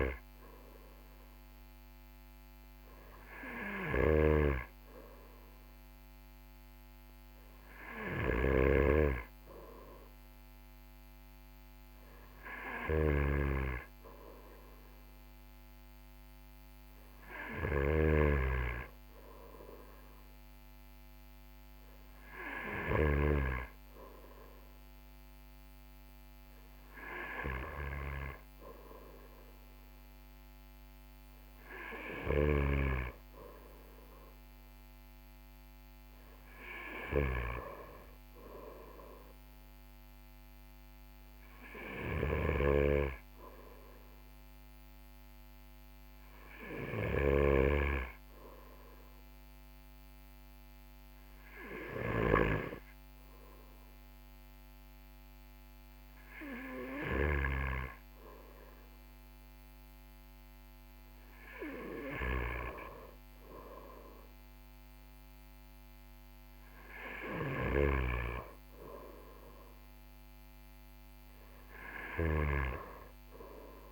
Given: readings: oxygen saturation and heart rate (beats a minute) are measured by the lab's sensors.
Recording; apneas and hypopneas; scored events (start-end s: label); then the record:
breathing in sleep by a microphone on the trachea; none
3.00-22.50 s: snoring (device-marked)
From the record:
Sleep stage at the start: N2 (light sleep); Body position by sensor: on the right side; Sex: male